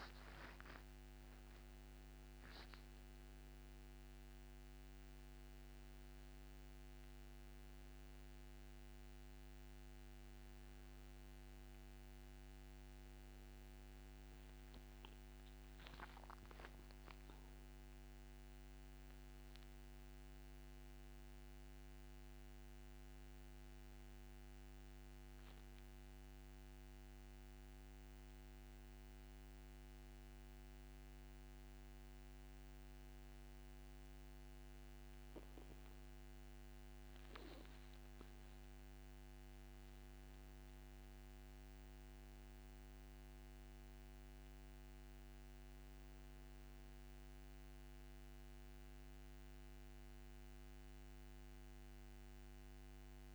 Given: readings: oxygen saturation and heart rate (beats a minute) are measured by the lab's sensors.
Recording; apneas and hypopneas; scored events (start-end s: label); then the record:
a person awake in a sleep study, hard to hear, by a microphone on the trachea; none
none scored
From the record:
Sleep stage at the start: awake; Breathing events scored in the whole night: 302 in 4.1 hours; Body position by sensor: on the back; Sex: male